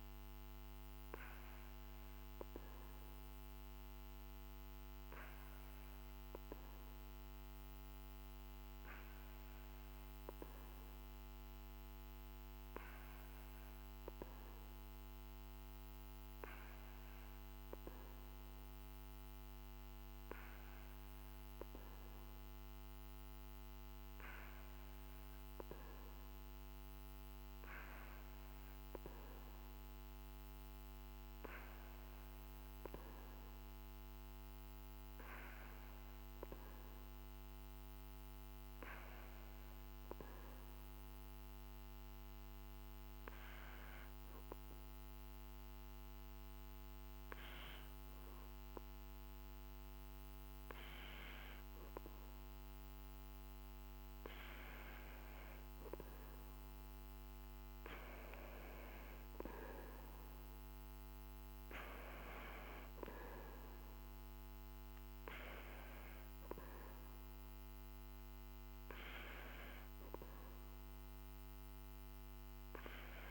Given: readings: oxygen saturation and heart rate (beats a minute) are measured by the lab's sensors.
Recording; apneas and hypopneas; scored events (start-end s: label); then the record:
breathing in sleep by a microphone on the trachea; 1
41.00-54.50 s: obstructive apnea (oxygen 95% before, 93% lowest, heart rate 51 before, 49 extreme, up 2 after)
56.00-59.00 s: arousal
From the record:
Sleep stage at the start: N2 (light sleep); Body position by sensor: on the back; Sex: male